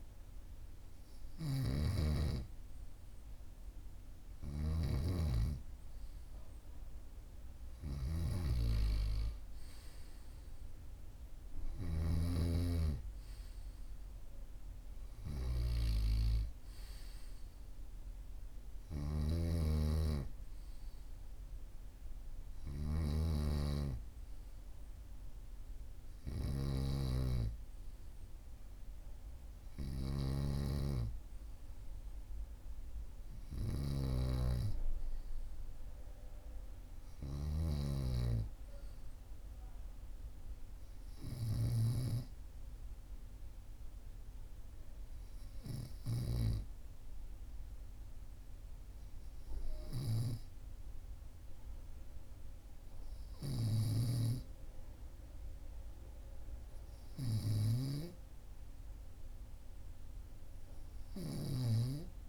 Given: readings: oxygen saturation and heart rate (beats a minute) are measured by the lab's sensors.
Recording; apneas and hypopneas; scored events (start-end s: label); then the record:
breathing in sleep by a room microphone; none
0.00-12.00 s: snoring (device-marked)
19.00-38.00 s: snoring (device-marked)
From the record:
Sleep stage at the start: N2 (light sleep); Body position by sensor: on the right side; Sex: male